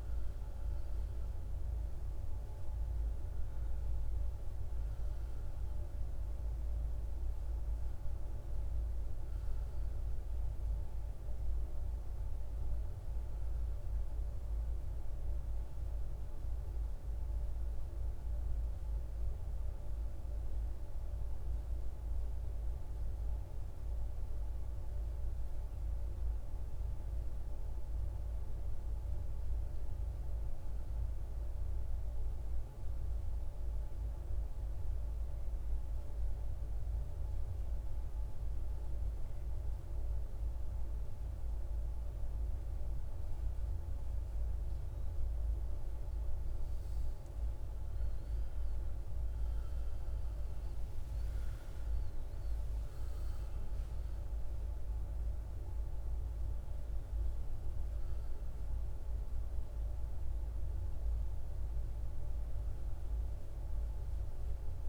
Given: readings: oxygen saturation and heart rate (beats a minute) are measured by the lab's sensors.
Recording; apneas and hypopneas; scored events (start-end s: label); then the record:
breathing in sleep, hard to hear, by a room microphone; 1
0.00-21.00 s: oxygen desaturation (device-marked, oxygen 90% lowest, heart rate 52 extreme)
17.00-29.00 s: central apnea (oxygen 98% before, 91% lowest, heart rate 60 before, 52 extreme, up 4 after)
30.50-33.50 s: arousal
40.00-64.89 s: oxygen desaturation (device-marked, oxygen 97% before, 91% lowest, heart rate 55 before, 52 extreme)
62.50-64.89 s: arousal
From the record:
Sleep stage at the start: N2 (light sleep); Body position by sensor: on the back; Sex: male